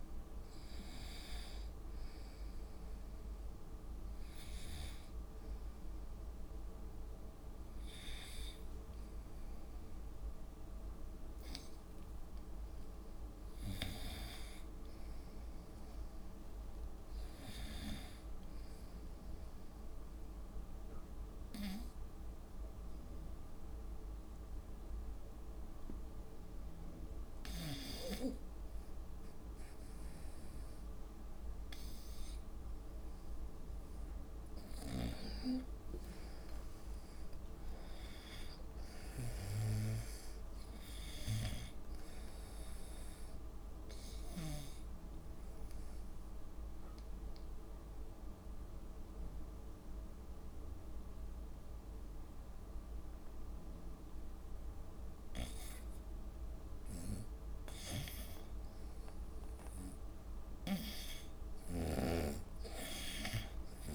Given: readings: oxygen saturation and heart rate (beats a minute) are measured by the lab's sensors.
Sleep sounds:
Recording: breathing in sleep by a room microphone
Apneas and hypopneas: 2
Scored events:
20.00-34.50 s: obstructive apnea (oxygen 97% before, 92% lowest, heart rate 66 before, 59 extreme, up 6 after)
35.00-39.50 s: snoring (device-marked)
37.00-41.00 s: arousal
41.00-63.95 s: new sleep stage, N2 (light sleep)
41.50-45.00 s: snoring (device-marked)
45.00-58.00 s: obstructive apnea (oxygen 97% before, 88% lowest, heart rate 64 before, 63 extreme, up 3 after)
60.00-63.50 s: arousal
From the record:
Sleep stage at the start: N1 (lightest sleep)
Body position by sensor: on the right side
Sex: female

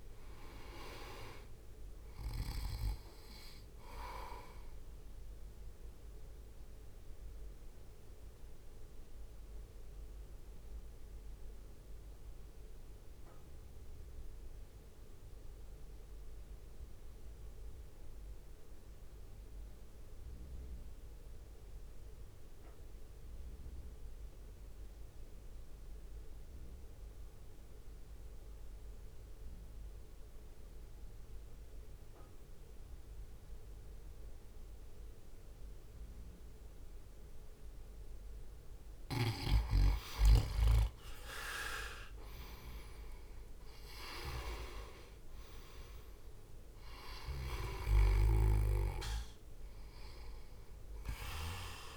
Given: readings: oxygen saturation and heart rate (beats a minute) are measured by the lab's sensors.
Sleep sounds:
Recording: breathing in sleep by a room microphone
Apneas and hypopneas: 1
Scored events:
0.00-10.00 s: drop in pulse transit time (device-marked, heart rate 53 extreme)
0.00-12.00 s: oxygen desaturation (device-marked, oxygen 90% lowest, heart rate 52 extreme)
6.50-38.50 s: mixed apnea (oxygen 98% before, 88% lowest, heart rate 58 before, 52 extreme, up 4 after)
14.00-28.00 s: oxygen desaturation (device-marked, oxygen 94% before, 88% lowest, heart rate 56 before, 53 extreme)
37.00-51.96 s: oxygen desaturation (device-marked, oxygen 98% before, 92% lowest, heart rate 60 before, 53 extreme)
42.00-51.96 s: drop in pulse transit time (device-marked, heart rate 60 before, 53 extreme)
44.50-48.00 s: arousal
From the record:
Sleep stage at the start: N2 (light sleep)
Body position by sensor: on the right side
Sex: male

